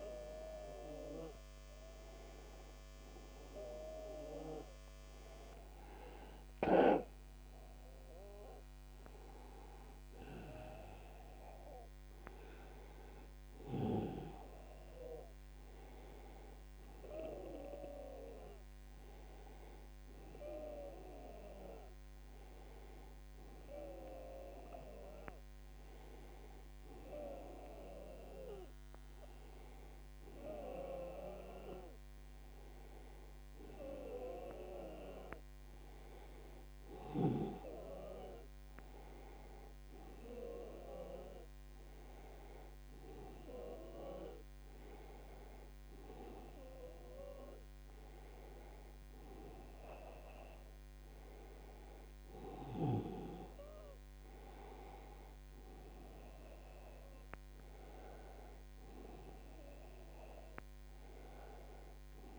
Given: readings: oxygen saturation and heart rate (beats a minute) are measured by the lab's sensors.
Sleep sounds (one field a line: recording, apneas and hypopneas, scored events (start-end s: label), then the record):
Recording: a person awake in a sleep study, by a microphone on the trachea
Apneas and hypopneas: none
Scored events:
none scored
From the record:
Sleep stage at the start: awake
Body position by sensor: on the back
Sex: male